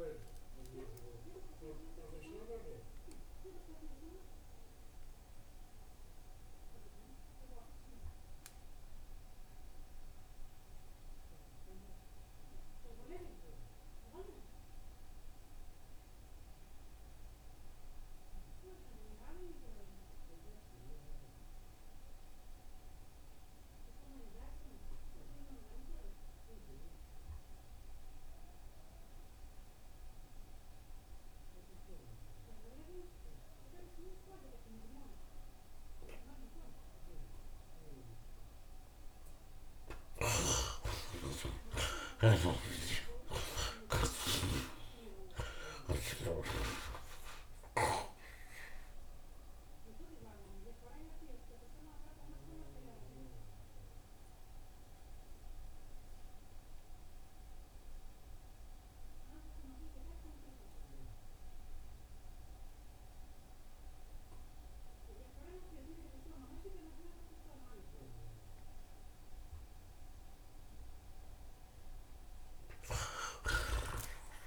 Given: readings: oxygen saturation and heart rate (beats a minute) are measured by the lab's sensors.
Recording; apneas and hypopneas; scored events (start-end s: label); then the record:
breathing in sleep by a room microphone; 2
0.00-14.50 s: oxygen desaturation (device-marked, oxygen 49% lowest)
2.00-4.00 s: long interval between heartbeats (device-marked, heart rate 94 before, 88 extreme)
2.00-40.00 s: mixed apnea (oxygen 62% before, 49% lowest)
3.50-10.50 s: bradycardia (device-marked)
16.50-62.50 s: oxygen desaturation (device-marked, oxygen 86% before, 49% lowest, heart rate 73 before, 56 extreme)
40.50-45.00 s: snoring (device-marked)
41.50-45.50 s: arousal
46.00-48.00 s: long interval between heartbeats (device-marked, heart rate 77 before, 81 extreme)
49.00-70.00 s: mixed apnea (oxygen 77% before, 49% lowest)
60.00-62.00 s: long interval between heartbeats (device-marked, heart rate 78 before, 84 extreme)
64.50-74.47 s: oxygen desaturation (device-marked, oxygen 85% before, 51% lowest)
72.50-74.47 s: tachycardia (device-marked, heart rate 85 before, 139 extreme)
73.00-74.47 s: arousal
From the record:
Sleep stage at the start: N2 (light sleep); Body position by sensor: on the right side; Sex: male